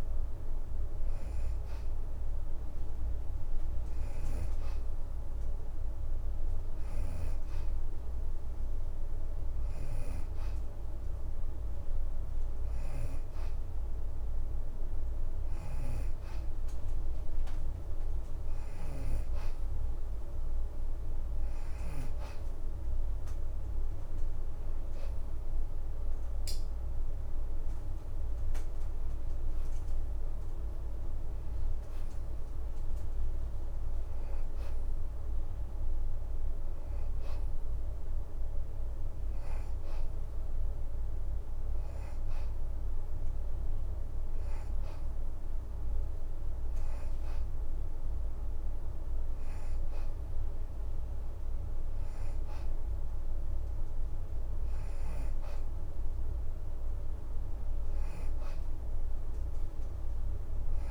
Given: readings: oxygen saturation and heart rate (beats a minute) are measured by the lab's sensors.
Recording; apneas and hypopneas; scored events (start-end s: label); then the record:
breathing in sleep, hard to hear, by a room microphone; none
none scored
From the record:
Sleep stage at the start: N2 (light sleep); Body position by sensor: on the back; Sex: female